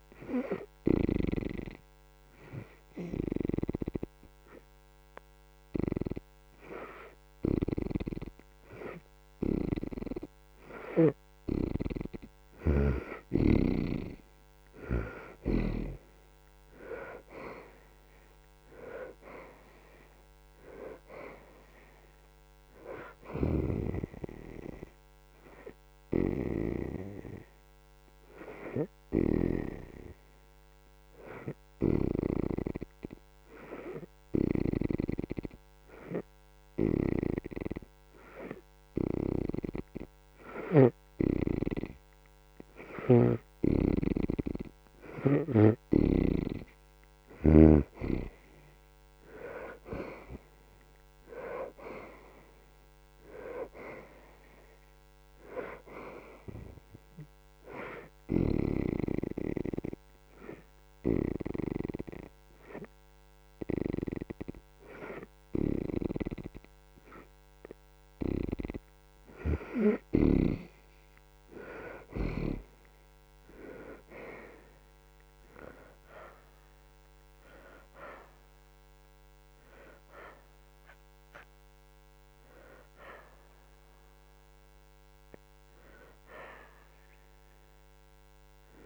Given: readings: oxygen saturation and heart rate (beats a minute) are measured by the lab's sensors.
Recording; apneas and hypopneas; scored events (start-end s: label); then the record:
breathing in sleep by a microphone on the trachea; 3
0.00-6.00 s: oxygen desaturation (device-marked, oxygen 61% lowest, heart rate 73 extreme)
1.00-13.00 s: hypopnea (oxygen 82% before, 61% lowest, heart rate 78 before, 78 extreme, up 3 after)
12.00-42.00 s: oxygen desaturation (device-marked, oxygen 81% before, 63% lowest, heart rate 77 before, 78 extreme)
14.50-18.00 s: arousal
26.00-42.00 s: hypopnea (oxygen 81% before, 61% lowest, heart rate 83 before, 78 extreme, up 3 after)
43.50-47.50 s: snoring (device-marked)
44.00-79.00 s: oxygen desaturation (device-marked, oxygen 79% before, 61% lowest, heart rate 82 before, 69 extreme)
44.50-47.50 s: arousal
58.50-69.50 s: hypopnea (oxygen 79% before, 61% lowest, heart rate 82 before, 79 extreme, up 4 after)
71.00-75.00 s: arousal
81.00-88.86 s: oxygen desaturation (device-marked, oxygen 78% before, 63% lowest, heart rate 82 before, 59 extreme)
From the record:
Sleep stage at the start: N2 (light sleep); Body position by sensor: on the back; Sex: female